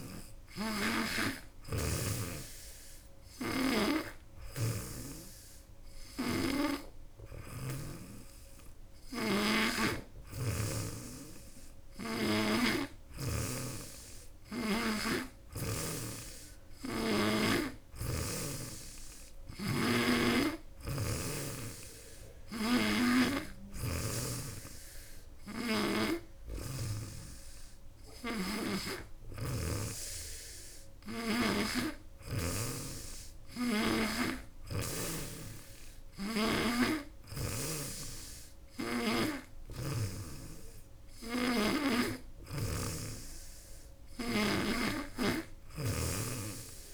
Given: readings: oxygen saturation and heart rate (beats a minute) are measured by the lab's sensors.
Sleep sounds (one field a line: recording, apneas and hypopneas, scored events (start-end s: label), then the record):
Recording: breathing in sleep by a room microphone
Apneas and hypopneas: none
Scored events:
0.00-7.50 s: snoring (device-marked)
12.00-15.50 s: snoring (device-marked)
25.00-31.50 s: snoring (device-marked)
41.00-46.94 s: snoring (device-marked)
From the record:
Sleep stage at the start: N2 (light sleep)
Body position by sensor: on the back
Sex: female